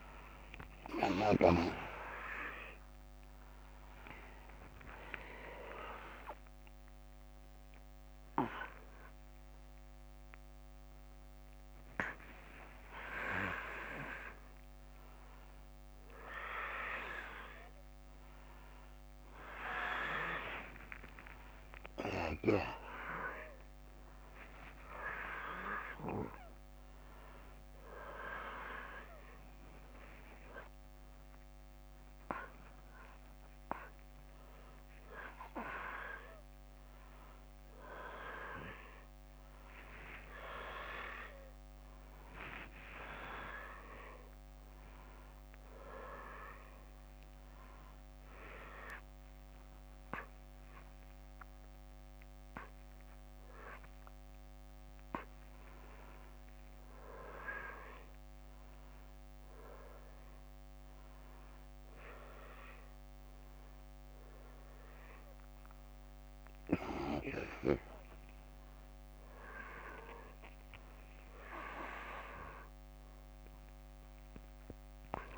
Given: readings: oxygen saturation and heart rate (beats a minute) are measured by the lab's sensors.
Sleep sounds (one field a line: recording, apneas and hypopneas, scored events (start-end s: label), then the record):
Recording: a person awake in a sleep study, by a microphone on the trachea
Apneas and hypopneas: none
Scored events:
59.50-74.50 s: oxygen desaturation (device-marked, oxygen 97% before, 94% lowest, heart rate 127 before, 92 extreme)
From the record:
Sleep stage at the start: awake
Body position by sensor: upright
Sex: male